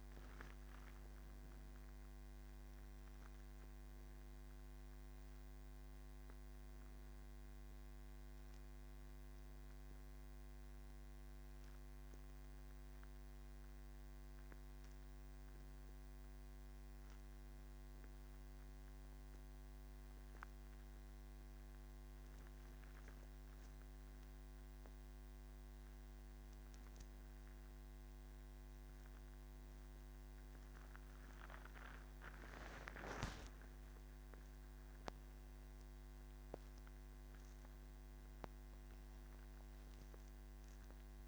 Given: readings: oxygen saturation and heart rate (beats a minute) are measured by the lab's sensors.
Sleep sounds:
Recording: breathing in sleep, hard to hear, by a microphone on the trachea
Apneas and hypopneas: 1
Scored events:
19.00-30.50 s: hypopnea (oxygen 94% before, 91% lowest, heart rate 51 before, 48 extreme, up 3 after)
From the record:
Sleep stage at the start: N2 (light sleep)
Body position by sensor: on the back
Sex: female

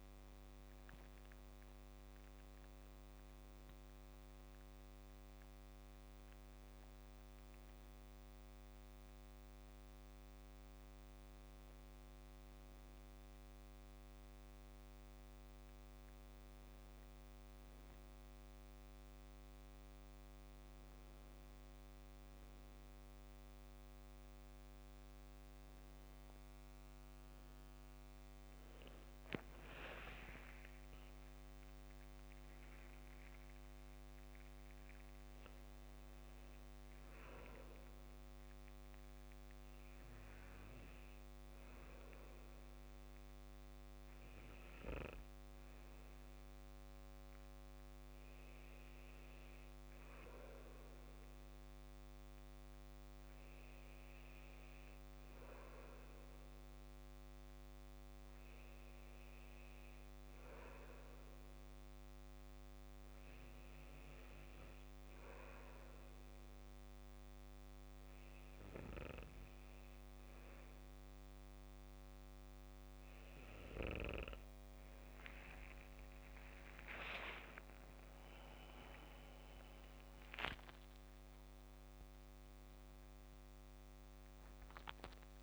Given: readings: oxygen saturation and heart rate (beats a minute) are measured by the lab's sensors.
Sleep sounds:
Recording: breathing in sleep by a microphone on the trachea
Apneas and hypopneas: 1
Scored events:
0.00-10.50 s: oxygen desaturation (device-marked, oxygen 91% lowest, heart rate 65 extreme)
32.00-35.50 s: arousal
42.50-75.00 s: obstructive apnea (oxygen 96% before, 92% lowest, heart rate 66 before, 60 extreme, up 8 after)
80.50-85.43 s: arousal
From the record:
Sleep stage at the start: N2 (light sleep)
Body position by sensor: on the back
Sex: male

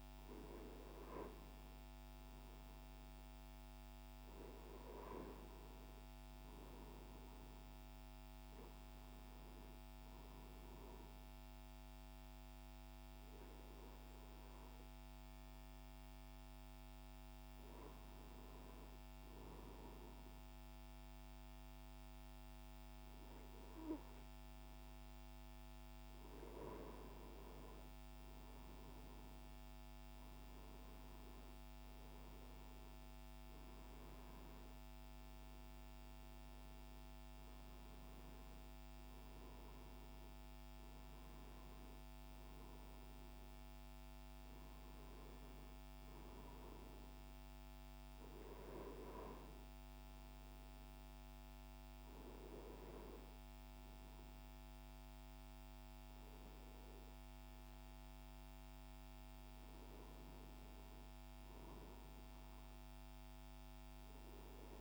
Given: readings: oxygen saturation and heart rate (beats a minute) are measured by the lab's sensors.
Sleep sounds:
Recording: breathing in sleep, hard to hear, by a microphone on the trachea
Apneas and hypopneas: none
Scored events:
none scored
From the record:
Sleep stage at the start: N2 (light sleep)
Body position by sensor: on the right side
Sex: male

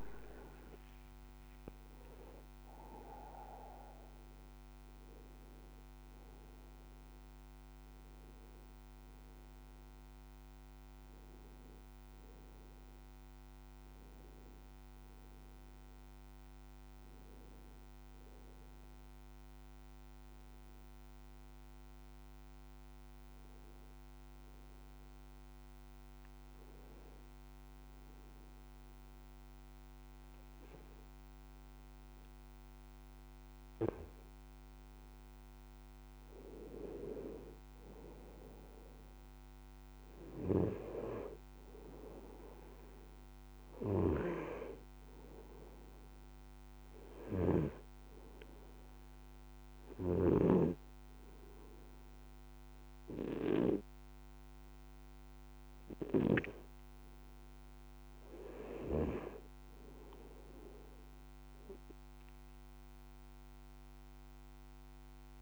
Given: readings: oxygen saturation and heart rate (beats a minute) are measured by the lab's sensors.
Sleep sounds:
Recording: breathing in sleep by a microphone on the trachea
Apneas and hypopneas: 2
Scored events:
0.00-1.50 s: arousal
10.50-65.42 s: new sleep stage, N2 (light sleep)
22.50-35.00 s: hypopnea (oxygen 97% before, 93% lowest, heart rate 60 before, 59 extreme, up 5 after)
36.50-39.50 s: arousal
38.50-60.50 s: oxygen desaturation (device-marked, oxygen 98% before, 93% lowest, heart rate 60 before, 59 extreme)
49.50-61.00 s: hypopnea (oxygen 98% before, 93% lowest, heart rate 61 before, 59 extreme, up 7 after)
From the record:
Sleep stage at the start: N1 (lightest sleep)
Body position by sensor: on the right side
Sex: male

